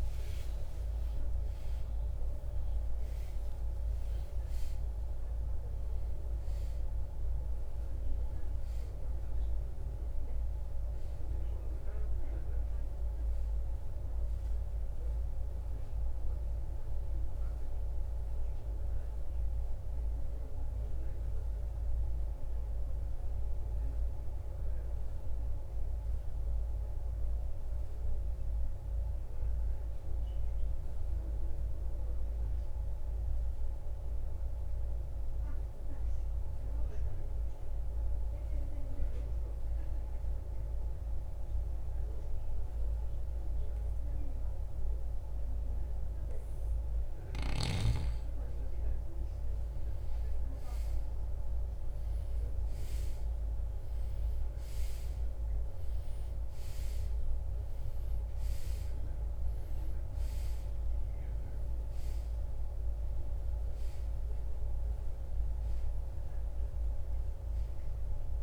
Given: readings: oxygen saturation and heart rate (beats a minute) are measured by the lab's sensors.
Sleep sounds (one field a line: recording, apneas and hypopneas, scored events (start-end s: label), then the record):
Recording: breathing in sleep, hard to hear, by a room microphone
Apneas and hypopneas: 1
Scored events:
0.00-7.00 s: oxygen desaturation (device-marked, oxygen 94% lowest, heart rate 68 extreme)
19.50-46.50 s: mixed apnea (oxygen 97% before, 83% lowest, heart rate 81 before, 49 extreme, up 11 after)
22.00-33.00 s: oxygen desaturation (device-marked, oxygen 94% before, 85% lowest, heart rate 82 before, 49 extreme)
48.50-53.50 s: arousal
55.00-68.00 s: oxygen desaturation (device-marked, oxygen 98% before, 94% lowest, heart rate 57 before, 65 extreme)
From the record:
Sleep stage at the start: N2 (light sleep)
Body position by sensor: on the right side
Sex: male